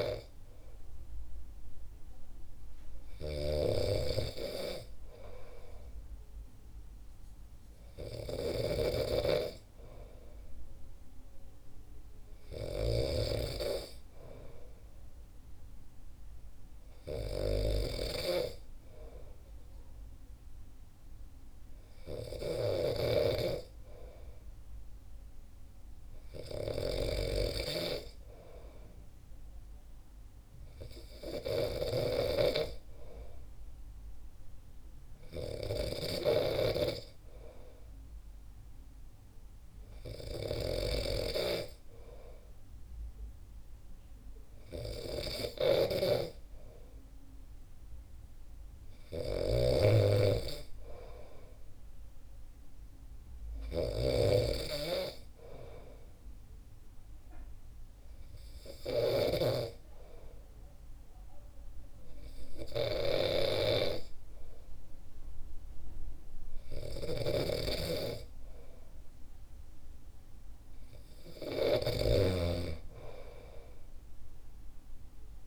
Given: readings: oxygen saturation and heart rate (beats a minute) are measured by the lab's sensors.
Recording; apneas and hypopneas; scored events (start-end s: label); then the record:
breathing in sleep by a room microphone; 1
3.50-75.47 s: snoring (device-marked)
56.50-67.50 s: hypopnea (oxygen 94% before, 91% lowest, heart rate 65 before, 64 extreme, up 3 after)
71.00-75.00 s: arousal
From the record:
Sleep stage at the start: N2 (light sleep); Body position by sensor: on the back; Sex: male